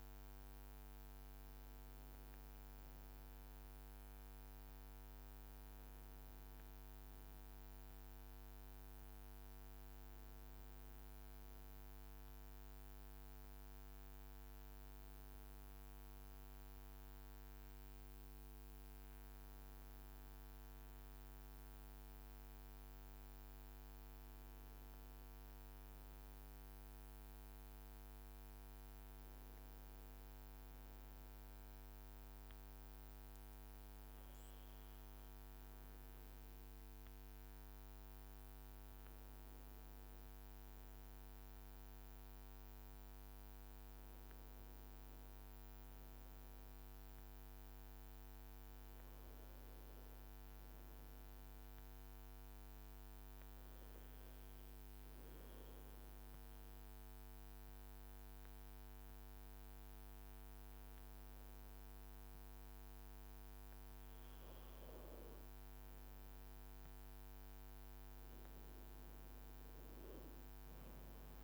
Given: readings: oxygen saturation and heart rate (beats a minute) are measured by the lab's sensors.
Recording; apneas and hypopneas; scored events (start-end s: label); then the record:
breathing in sleep, hard to hear, by a microphone on the trachea; 2
0.00-6.50 s: oxygen desaturation (device-marked, oxygen 92% lowest, heart rate 53 extreme)
28.50-39.00 s: obstructive apnea (oxygen 96% before, 92% lowest, heart rate 54 before, 52 extreme, up 1 after)
42.50-47.00 s: arousal
54.00-65.50 s: obstructive apnea (oxygen 96% before, 92% lowest, heart rate 53 before, 52 extreme, up 3 after)
68.00-71.44 s: arousal
From the record:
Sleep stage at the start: N2 (light sleep); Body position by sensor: on the back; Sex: male